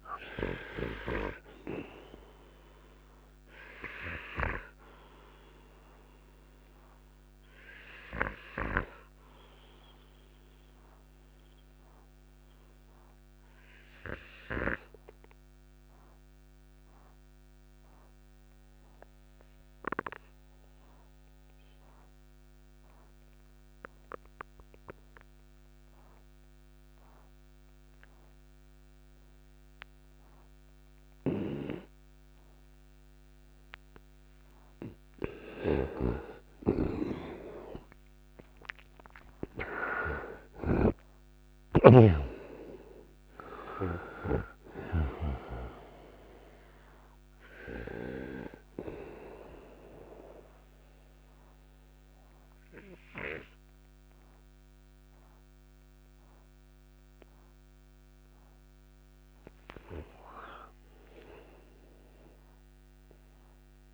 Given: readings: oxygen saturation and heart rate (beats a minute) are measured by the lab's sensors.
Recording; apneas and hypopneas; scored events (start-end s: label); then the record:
breathing in sleep by a microphone on the trachea; 1
0.00-1.00 s: snoring (device-marked)
0.00-25.00 s: oxygen desaturation (device-marked, oxygen 87% lowest, heart rate 56 extreme)
4.50-33.00 s: obstructive apnea (oxygen 97% before, 87% lowest, heart rate 63 before, 56 extreme, up 9 after)
35.00-63.94 s: oxygen desaturation (device-marked, oxygen 98% before, 87% lowest, heart rate 59 before, 57 extreme)
35.50-39.00 s: arousal
35.50-44.50 s: snoring (device-marked)
From the record:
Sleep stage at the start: N2 (light sleep); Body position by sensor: on the right side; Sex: male